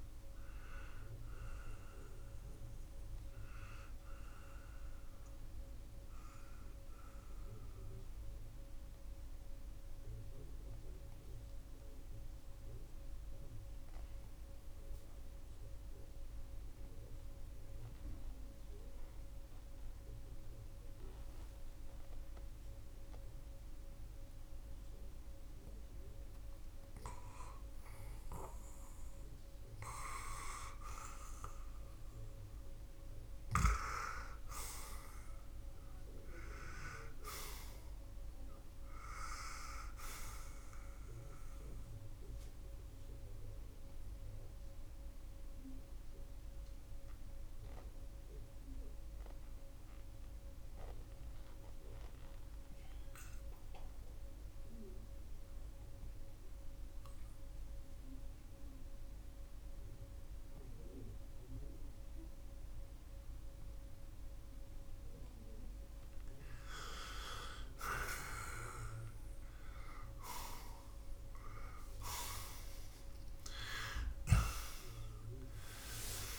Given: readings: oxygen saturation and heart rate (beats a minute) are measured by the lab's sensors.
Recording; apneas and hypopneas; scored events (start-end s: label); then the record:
breathing in sleep by a room microphone; 2
9.00-26.00 s: mixed apnea (oxygen 95% before, 82% lowest, heart rate 96 before, 76 extreme, up 15 after)
12.00-32.00 s: oxygen desaturation (device-marked, oxygen 93% before, 82% lowest, heart rate 83 before, 76 extreme)
32.50-37.50 s: arousal
42.50-66.00 s: mixed apnea (oxygen 96% before, 83% lowest, heart rate 96 before, 73 extreme, up 32 after)
50.00-71.00 s: oxygen desaturation (device-marked, oxygen 95% before, 86% lowest, heart rate 98 before, 68 extreme)
67.50-72.00 s: arousal
From the record:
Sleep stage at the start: N2 (light sleep); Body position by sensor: on the back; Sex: male